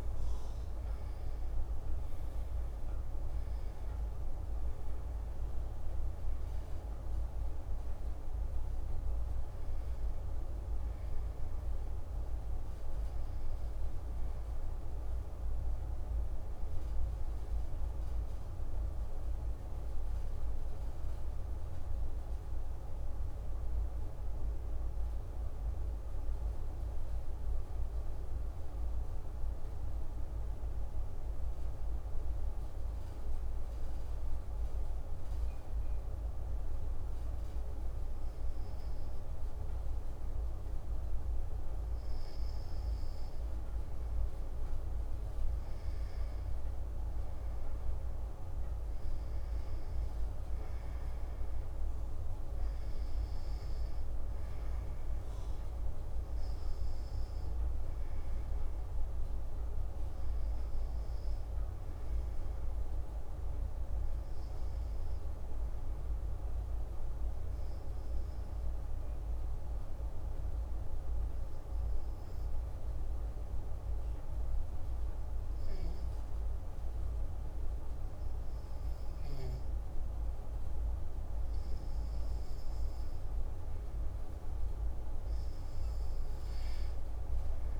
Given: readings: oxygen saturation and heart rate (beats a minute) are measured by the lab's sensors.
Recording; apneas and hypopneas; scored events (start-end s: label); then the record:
breathing in sleep, hard to hear, by a room microphone; 2
0.00-2.50 s: arousal
0.00-34.50 s: oxygen desaturation (device-marked, oxygen 90% lowest, heart rate 127 extreme)
23.00-44.00 s: obstructive apnea (oxygen 96% before, 90% lowest, heart rate 158 before, 127 extreme, up 60 after)
44.50-49.50 s: arousal
65.50-80.50 s: obstructive apnea (oxygen 98% before, 92% lowest, heart rate 173 before, 87 extreme, up 1 after)
81.50-85.00 s: arousal
From the record:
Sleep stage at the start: N2 (light sleep); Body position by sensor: on the back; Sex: male